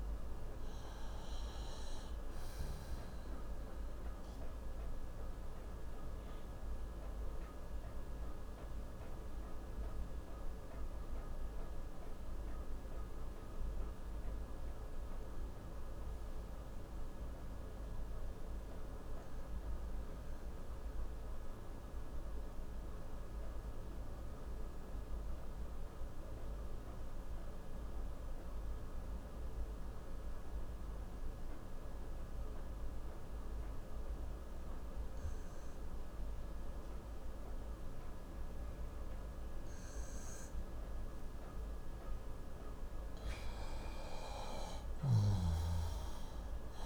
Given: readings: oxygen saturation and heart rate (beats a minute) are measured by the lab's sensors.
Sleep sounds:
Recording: breathing in sleep, hard to hear, by a room microphone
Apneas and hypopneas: 1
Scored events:
0.00-3.00 s: oxygen desaturation (device-marked, oxygen 93% lowest, heart rate 56 extreme)
4.00-42.50 s: obstructive apnea (oxygen 97% before, 88% lowest, heart rate 73 before, 56 extreme, up 8 after)
8.00-25.00 s: oxygen desaturation (device-marked, oxygen 94% before, 90% lowest, heart rate 73 before, 56 extreme)
37.00-46.86 s: oxygen desaturation (device-marked, oxygen 99% before, 88% lowest, heart rate 60 before, 56 extreme)
44.00-46.86 s: arousal
From the record:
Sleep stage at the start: N2 (light sleep)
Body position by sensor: on the left side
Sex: male

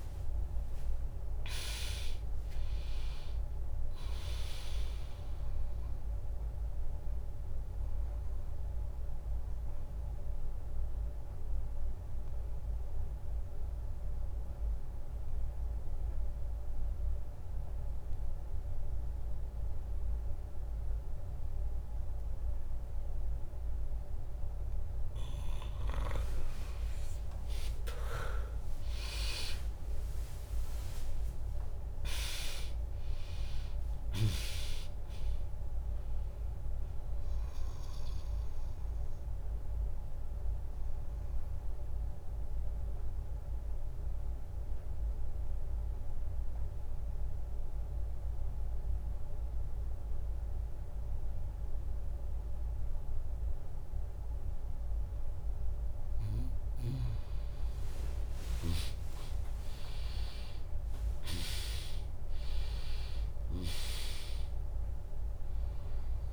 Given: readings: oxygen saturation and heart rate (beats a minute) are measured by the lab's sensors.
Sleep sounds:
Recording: breathing in sleep by a room microphone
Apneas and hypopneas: 2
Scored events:
0.00-1.50 s: arousal
0.00-10.50 s: drop in pulse transit time (device-marked, heart rate 65 extreme)
6.50-24.50 s: obstructive apnea (oxygen 100% before, 96% lowest, heart rate 72 before, 58 extreme, up 8 after)
21.50-23.50 s: bradycardia (device-marked, heart rate 74 before, 65 extreme)
26.50-30.50 s: arousal
29.50-40.50 s: drop in pulse transit time (device-marked, heart rate 71 before, 63 extreme)
33.50-51.50 s: oxygen desaturation (device-marked, oxygen 100% before, 96% lowest, heart rate 70 before, 60 extreme)
40.00-55.00 s: obstructive apnea (oxygen 100% before, 96% lowest, heart rate 71 before, 60 extreme)
58.00-62.00 s: arousal
62.50-66.33 s: drop in pulse transit time (device-marked, heart rate 75 before, 63 extreme)
From the record:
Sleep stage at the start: N2 (light sleep)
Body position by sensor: on the back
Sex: female

